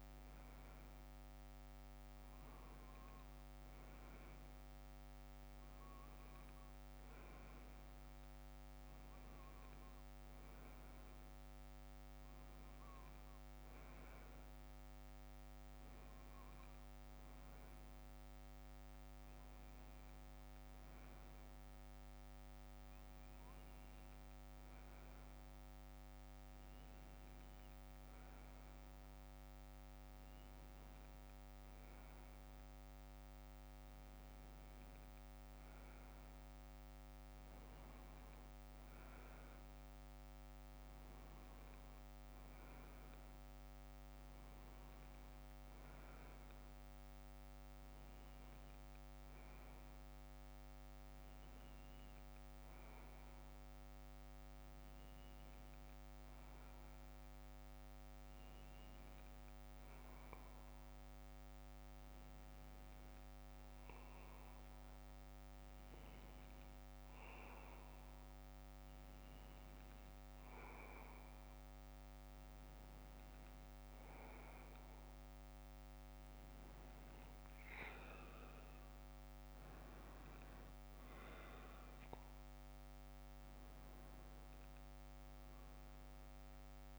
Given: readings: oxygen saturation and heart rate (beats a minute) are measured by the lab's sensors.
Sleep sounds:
breathing in sleep, hard to hear, by a microphone on the trachea; none
18.50-24.50 s: bradycardia (device-marked, heart rate 64 before, 57 extreme)
25.50-86.99 s: new sleep stage, N2 (light sleep)
31.50-34.50 s: bradycardia (device-marked, heart rate 64 before, 60 extreme)
48.50-51.50 s: bradycardia (device-marked, heart rate 64 before, 58 extreme)
59.50-62.50 s: bradycardia (device-marked, heart rate 64 before, 60 extreme)
From the record:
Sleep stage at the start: N1 (lightest sleep); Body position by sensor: on the left side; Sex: male

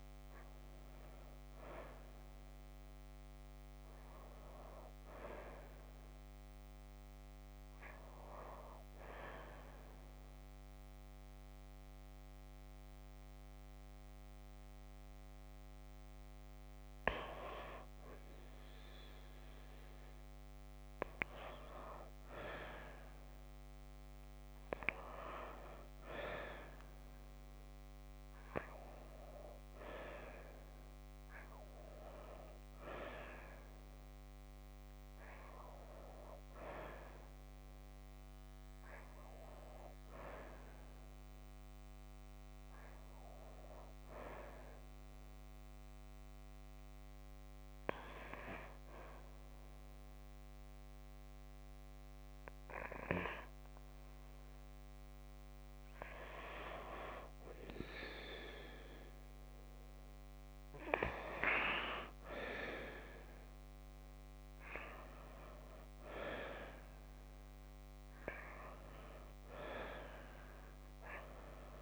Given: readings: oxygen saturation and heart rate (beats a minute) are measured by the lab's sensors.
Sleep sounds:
breathing in sleep by a microphone on the trachea; 1
28.50-32.50 s: arousal
45.50-56.00 s: obstructive apnea (oxygen 97% before, 93% lowest, heart rate 54 before, 39 extreme, up 9 after)
59.00-63.50 s: arousal
From the record:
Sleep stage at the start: N2 (light sleep); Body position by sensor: on the right side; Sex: female

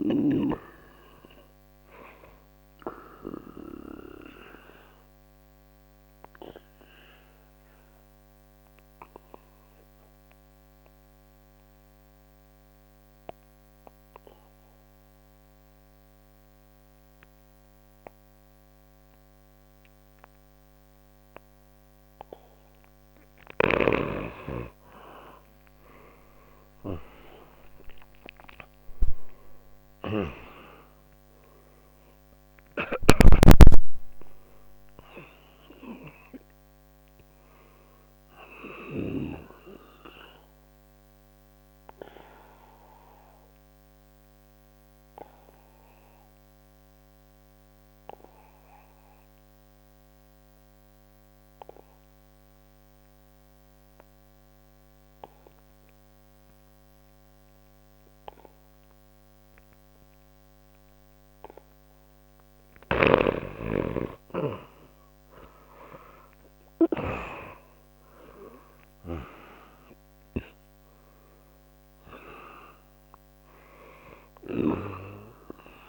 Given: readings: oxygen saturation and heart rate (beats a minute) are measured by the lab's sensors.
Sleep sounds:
breathing in sleep by a microphone on the trachea; 2
0.00-14.50 s: oxygen desaturation (device-marked, oxygen 85% lowest, heart rate 60 extreme)
3.00-25.00 s: mixed apnea (oxygen 97% before, 85% lowest, heart rate 63 before, 60 extreme, up 12 after)
26.50-31.50 s: arousal
27.50-57.50 s: oxygen desaturation (device-marked, oxygen 98% before, 87% lowest, heart rate 63 before, 59 extreme)
40.00-62.00 s: obstructive apnea (oxygen 98% before, 86% lowest, heart rate 69 before, 59 extreme, up 2 after)
64.50-68.00 s: arousal
65.50-75.89 s: oxygen desaturation (device-marked, oxygen 97% before, 86% lowest, heart rate 60 before, 60 extreme)
From the record:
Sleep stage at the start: N2 (light sleep); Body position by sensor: on the back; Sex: male

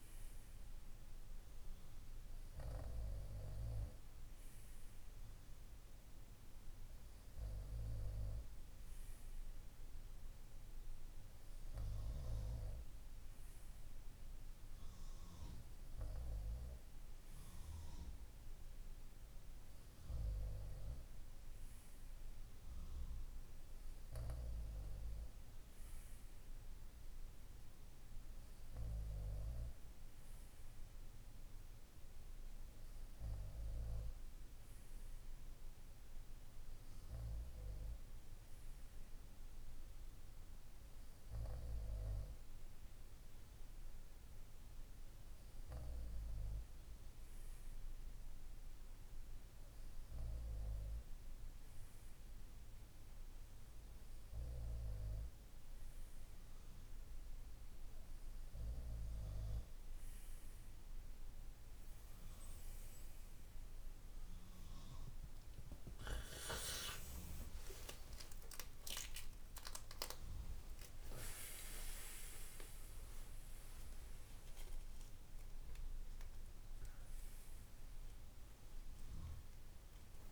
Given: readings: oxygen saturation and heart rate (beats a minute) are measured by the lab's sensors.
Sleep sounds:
breathing in sleep by a room microphone; none
66.00-68.00 s: long interval between heartbeats (device-marked, heart rate 56 before, 71 extreme)
68.50-70.50 s: long interval between heartbeats (device-marked, heart rate 59 before, 85 extreme)
From the record:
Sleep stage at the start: N2 (light sleep); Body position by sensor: on the right side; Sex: male

